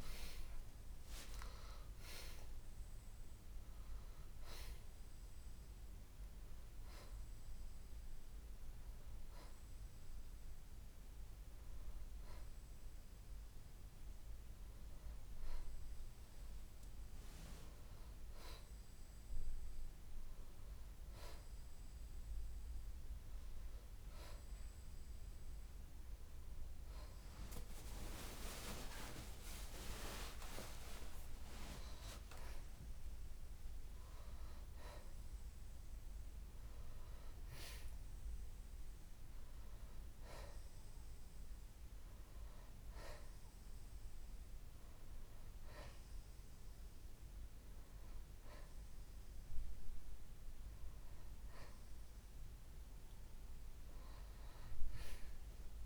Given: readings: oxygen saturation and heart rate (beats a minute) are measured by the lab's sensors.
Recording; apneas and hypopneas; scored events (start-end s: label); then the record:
breathing in sleep by a room microphone; none
0.00-2.50 s: arousal
13.50-23.50 s: oxygen desaturation (device-marked, oxygen 89% before, 85% lowest, heart rate 93 before, 70 extreme)
28.50-33.00 s: arousal
From the record:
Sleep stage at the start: N1 (lightest sleep); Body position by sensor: on the back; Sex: male